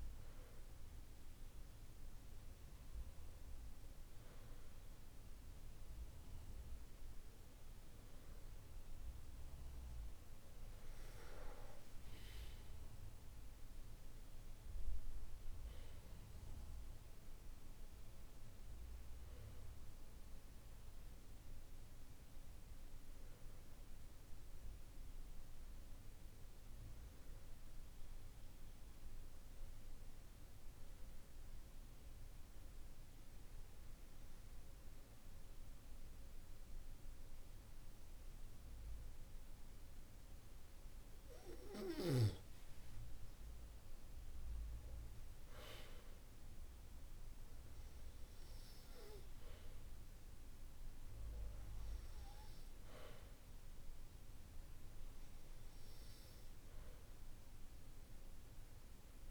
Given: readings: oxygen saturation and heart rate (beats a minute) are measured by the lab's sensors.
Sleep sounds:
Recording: breathing in sleep, hard to hear, by a room microphone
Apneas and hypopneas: 1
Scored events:
12.50-17.00 s: arousal
25.50-42.00 s: hypopnea (oxygen 96% before, 94% lowest, heart rate 54 before, 49 extreme, up 8 after)
43.50-47.00 s: arousal
From the record:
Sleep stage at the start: N2 (light sleep)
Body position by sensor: on the back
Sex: male

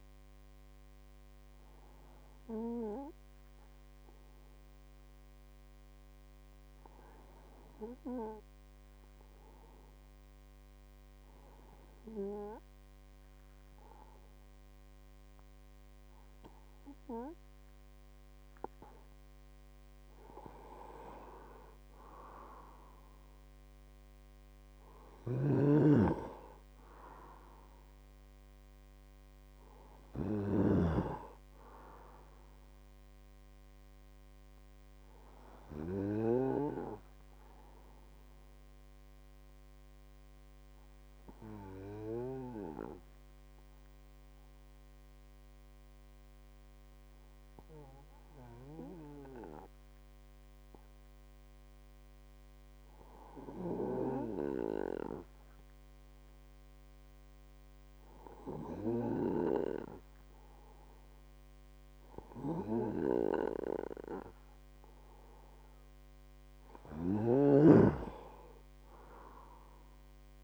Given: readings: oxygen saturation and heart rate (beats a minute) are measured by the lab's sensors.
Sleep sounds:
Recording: breathing in sleep by a microphone on the trachea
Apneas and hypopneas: 1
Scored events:
18.50-22.00 s: arousal
25.00-31.00 s: snoring (device-marked)
38.00-53.00 s: obstructive apnea (oxygen 98% before, 94% lowest, heart rate 66 before, 50 extreme, up 31 after)
68.00-70.43 s: arousal
From the record:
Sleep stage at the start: N2 (light sleep)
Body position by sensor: on the right side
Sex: male

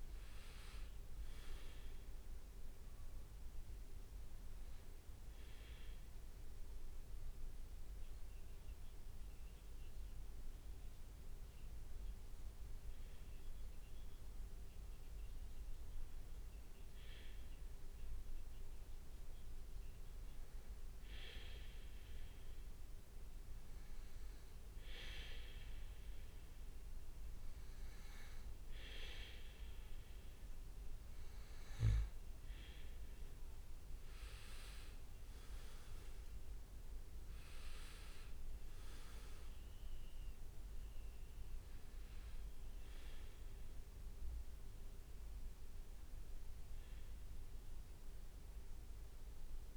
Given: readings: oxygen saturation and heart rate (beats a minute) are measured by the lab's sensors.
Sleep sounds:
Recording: breathing in sleep by a room microphone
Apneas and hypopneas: 1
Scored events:
8.00-29.00 s: hypopnea (oxygen 98% before, 95% lowest, heart rate 61 before, 57 extreme, up 4 after)
32.50-37.50 s: arousal
33.50-36.50 s: leg movement (device-marked)
From the record:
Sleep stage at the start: N2 (light sleep)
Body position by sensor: on the back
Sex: male

